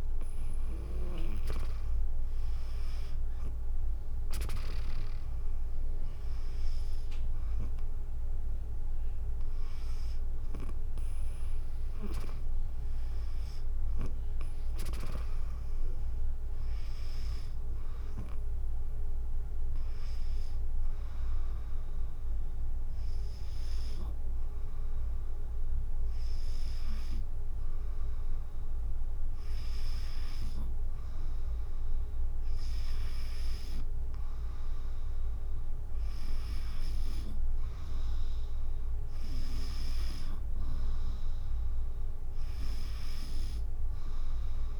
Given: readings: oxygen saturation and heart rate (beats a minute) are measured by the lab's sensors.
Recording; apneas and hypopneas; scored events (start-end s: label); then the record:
breathing in sleep by a room microphone; none
0.00-4.50 s: drop in pulse transit time (device-marked, heart rate 56 extreme)
From the record:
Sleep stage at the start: N2 (light sleep); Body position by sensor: on the back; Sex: female